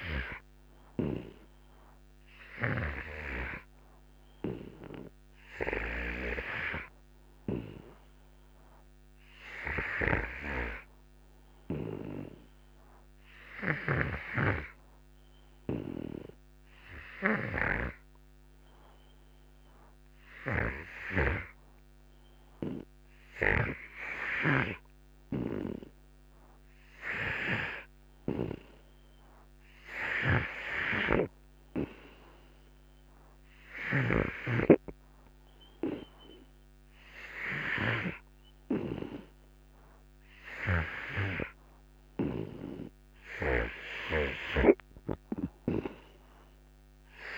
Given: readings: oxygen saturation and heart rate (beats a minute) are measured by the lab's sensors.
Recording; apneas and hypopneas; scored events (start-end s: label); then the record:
breathing in sleep by a microphone on the trachea; none
0.00-23.50 s: oxygen desaturation (device-marked, oxygen 85% lowest, heart rate 58 extreme)
28.00-34.50 s: snoring (device-marked)
37.50-47.38 s: oxygen desaturation (device-marked, oxygen 89% before, 84% lowest, heart rate 62 before, 58 extreme)
44.00-47.38 s: snoring (device-marked)
From the record:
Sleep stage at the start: N2 (light sleep); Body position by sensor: on the right side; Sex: male